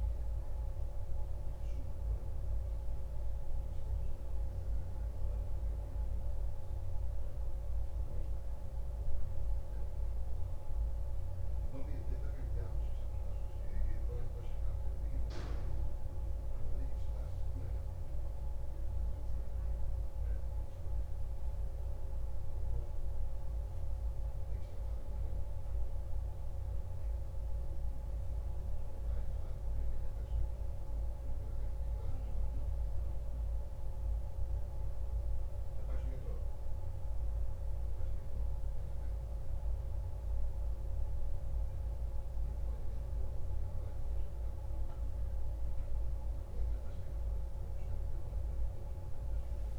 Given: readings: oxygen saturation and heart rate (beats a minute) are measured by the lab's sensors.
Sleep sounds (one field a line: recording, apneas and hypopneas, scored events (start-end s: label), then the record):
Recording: breathing in sleep, hard to hear, by a room microphone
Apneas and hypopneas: none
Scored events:
none scored
From the record:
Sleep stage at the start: N1 (lightest sleep)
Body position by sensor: on the back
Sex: male